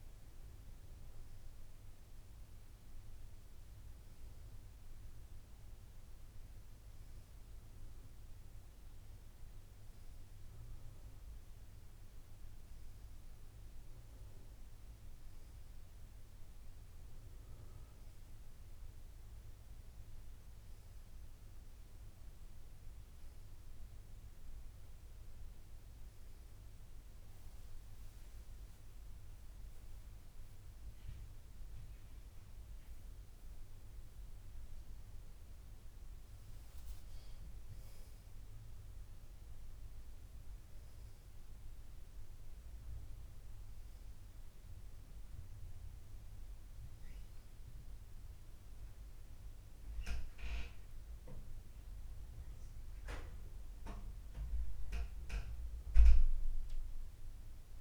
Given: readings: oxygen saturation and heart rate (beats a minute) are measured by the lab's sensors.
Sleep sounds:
breathing in sleep, hard to hear, by a room microphone; none
27.50-31.50 s: arousal
From the record:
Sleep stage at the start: N2 (light sleep); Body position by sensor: on the back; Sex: female

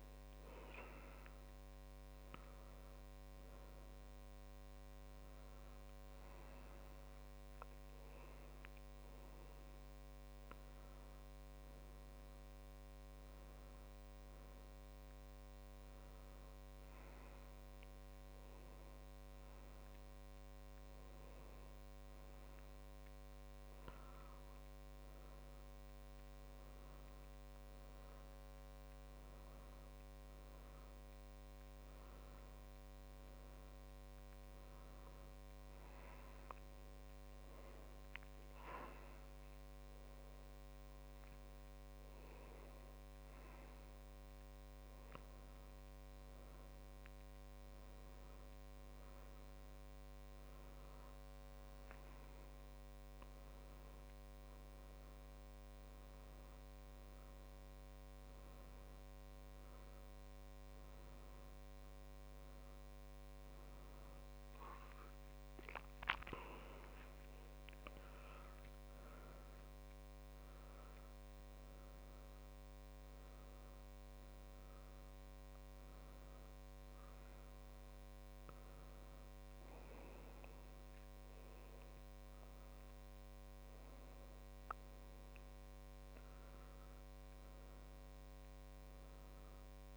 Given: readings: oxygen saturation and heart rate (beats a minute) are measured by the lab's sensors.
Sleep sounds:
breathing in sleep, hard to hear, by a microphone on the trachea; none
13.00-15.00 s: long interval between heartbeats (device-marked)
19.00-21.00 s: long interval between heartbeats (device-marked)
28.50-30.50 s: long interval between heartbeats (device-marked)
32.00-34.00 s: long interval between heartbeats (device-marked)
34.00-36.00 s: long interval between heartbeats (device-marked)
35.00-37.00 s: tachycardia (device-marked)
36.00-38.00 s: long interval between heartbeats (device-marked)
39.00-41.00 s: long interval between heartbeats (device-marked, heart rate 37 before, 87 extreme)
42.50-44.50 s: long interval between heartbeats (device-marked, heart rate 48 before, 75 extreme)
44.00-61.00 s: tachycardia (device-marked)
47.50-49.50 s: long interval between heartbeats (device-marked, heart rate 65 before, 111 extreme)
50.50-52.50 s: long interval between heartbeats (device-marked, heart rate 81 before, 140 extreme)
53.00-55.00 s: long interval between heartbeats (device-marked, heart rate 99 before, 129 extreme)
58.50-60.50 s: long interval between heartbeats (device-marked, heart rate 113 before, 110 extreme)
60.50-62.50 s: long interval between heartbeats (device-marked, heart rate 113 before, 106 extreme)
63.00-65.00 s: long interval between heartbeats (device-marked, heart rate 117 before, 100 extreme)
66.50-68.50 s: long interval between heartbeats (device-marked, heart rate 119 before, 97 extreme)
67.50-71.50 s: arousal
68.00-75.00 s: tachycardia (device-marked, heart rate 31 before, 116 extreme)
69.00-71.00 s: long interval between heartbeats (device-marked, heart rate 117 before, 96 extreme)
71.50-73.50 s: long interval between heartbeats (device-marked, heart rate 113 before, 102 extreme)
75.50-77.50 s: long interval between heartbeats (device-marked, heart rate 108 before, 109 extreme)
76.00-83.00 s: tachycardia (device-marked, heart rate 32 before, 150 extreme)
79.00-81.00 s: long interval between heartbeats (device-marked, heart rate 105 before, 106 extreme)
81.50-83.50 s: long interval between heartbeats (device-marked, heart rate 105 before, 130 extreme)
83.50-85.50 s: long interval between heartbeats (device-marked, heart rate 108 before, 137 extreme)
88.50-89.97 s: long interval between heartbeats (device-marked, heart rate 112 before, 70 extreme)
From the record:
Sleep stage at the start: N1 (lightest sleep); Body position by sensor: on the left side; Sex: male

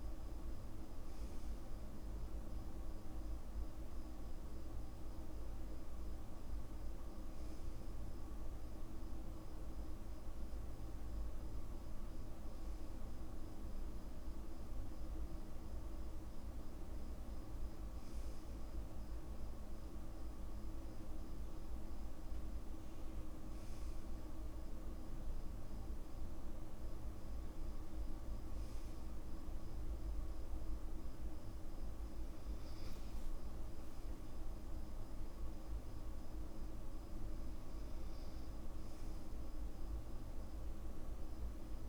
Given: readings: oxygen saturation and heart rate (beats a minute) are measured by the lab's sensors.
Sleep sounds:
breathing in sleep, hard to hear, by a room microphone; none
33.00-35.00 s: long interval between heartbeats (device-marked, heart rate 60 before, 71 extreme)
From the record:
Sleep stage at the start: N2 (light sleep); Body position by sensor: on the back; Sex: male

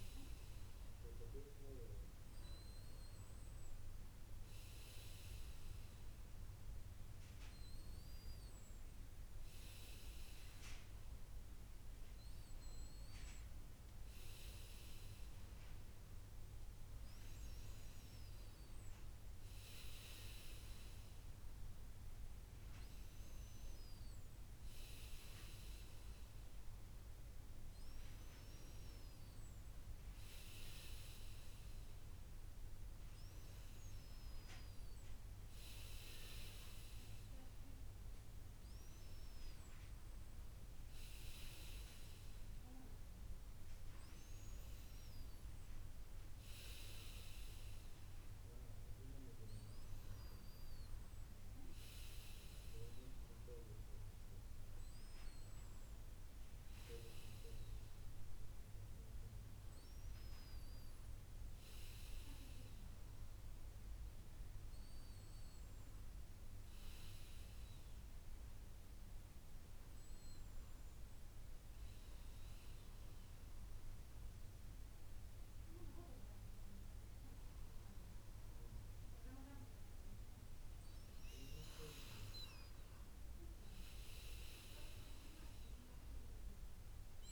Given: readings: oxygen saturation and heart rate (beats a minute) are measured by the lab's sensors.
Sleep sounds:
breathing in sleep by a room microphone; none
none scored
From the record:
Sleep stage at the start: N1 (lightest sleep); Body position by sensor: on the back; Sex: male

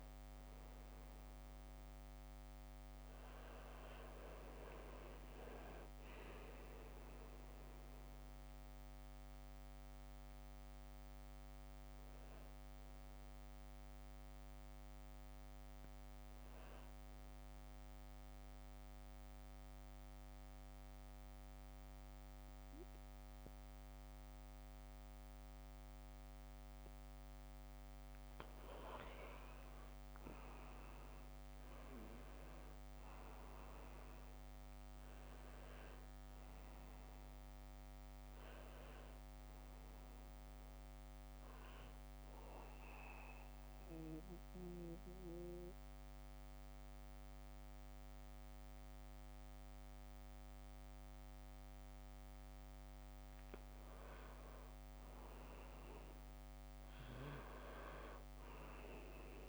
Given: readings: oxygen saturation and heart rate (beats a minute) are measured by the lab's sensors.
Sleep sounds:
breathing in sleep by a microphone on the trachea; 2
0.00-8.00 s: oxygen desaturation (device-marked, oxygen 89% lowest, heart rate 77 extreme)
10.50-14.50 s: arousal
18.00-28.00 s: obstructive apnea (oxygen 96% before, 89% lowest, heart rate 79 before, 75 extreme)
32.00-36.00 s: arousal
38.00-46.00 s: oxygen desaturation (device-marked, oxygen 98% before, 90% lowest, heart rate 78 before, 75 extreme)
42.00-53.00 s: central apnea (oxygen 98% before, 89% lowest, heart rate 78 before, 75 extreme, up 0 after)
55.00-58.50 s: arousal
57.00-59.49 s: oxygen desaturation (device-marked, oxygen 97% before, 89% lowest, heart rate 79 before, 75 extreme)
From the record:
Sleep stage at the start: N2 (light sleep); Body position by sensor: on the back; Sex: male

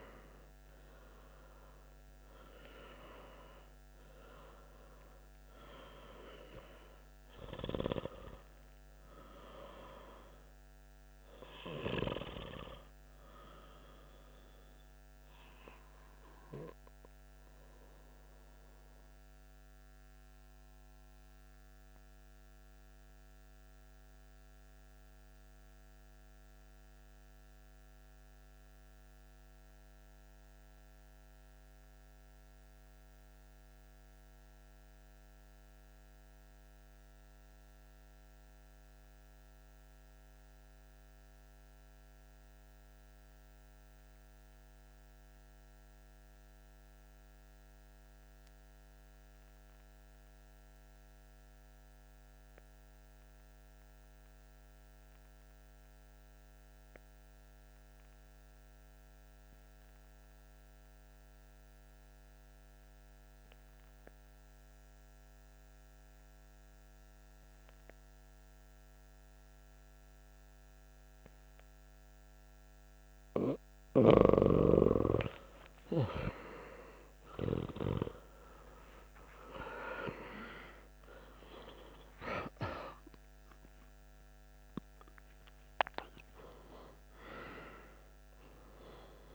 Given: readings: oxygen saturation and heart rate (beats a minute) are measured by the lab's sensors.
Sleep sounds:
breathing in sleep by a microphone on the trachea; 1
0.00-20.50 s: oxygen desaturation (device-marked, oxygen 89% lowest, heart rate 38 extreme)
18.00-73.50 s: mixed apnea (oxygen 95% before, 87% lowest)
48.50-89.35 s: oxygen desaturation (device-marked, oxygen 98% before, 87% lowest)
75.00-80.00 s: arousal
From the record:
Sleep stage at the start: N2 (light sleep); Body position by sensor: on the back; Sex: male

